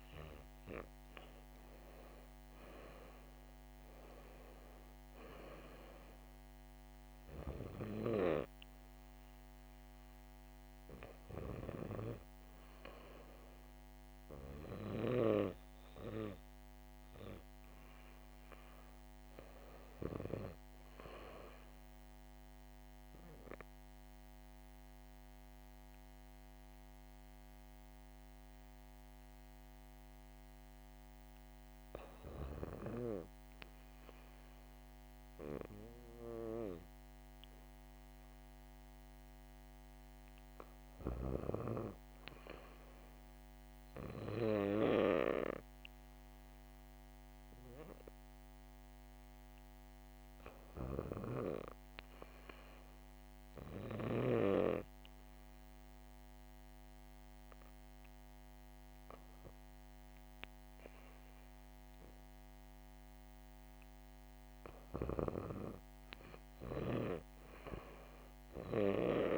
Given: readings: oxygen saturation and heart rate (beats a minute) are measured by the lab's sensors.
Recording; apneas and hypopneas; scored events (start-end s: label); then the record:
breathing in sleep by a microphone on the trachea; 1
22.50-32.50 s: obstructive apnea (oxygen 99% before, 92% lowest, heart rate 72 before, 70 extreme, up 1 after)
39.50-50.50 s: oxygen desaturation (device-marked, oxygen 97% before, 94% lowest, heart rate 72 before, 70 extreme)
40.00-44.00 s: arousal
From the record:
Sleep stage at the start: REM sleep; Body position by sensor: on the back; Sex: female